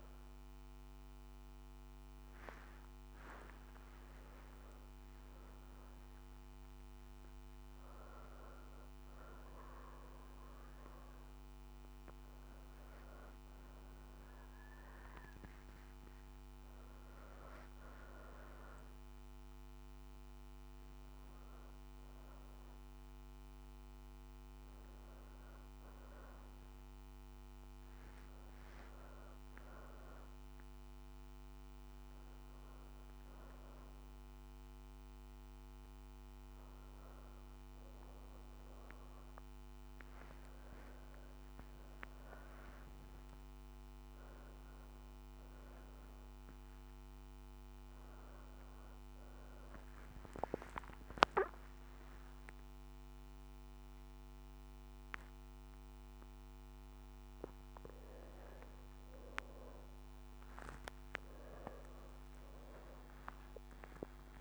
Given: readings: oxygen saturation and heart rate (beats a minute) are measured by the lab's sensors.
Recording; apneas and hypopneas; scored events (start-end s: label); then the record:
a person awake in a sleep study, by a microphone on the trachea; none
none scored
From the record:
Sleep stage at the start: awake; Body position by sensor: on the back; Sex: female